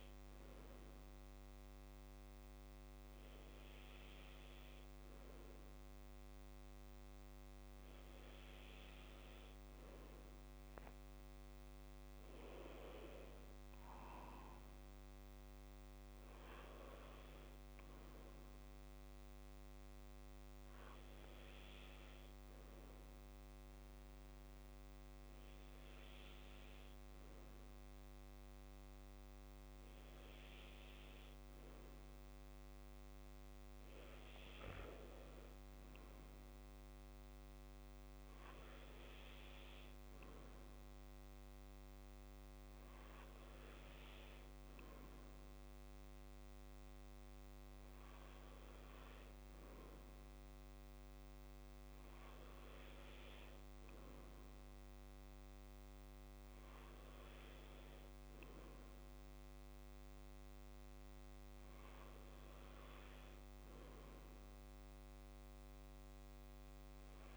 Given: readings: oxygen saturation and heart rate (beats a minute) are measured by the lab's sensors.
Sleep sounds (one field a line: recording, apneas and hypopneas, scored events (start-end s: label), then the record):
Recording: breathing in sleep, hard to hear, by a microphone on the trachea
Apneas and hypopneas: none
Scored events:
none scored
From the record:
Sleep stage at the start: N2 (light sleep)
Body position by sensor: on the back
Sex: male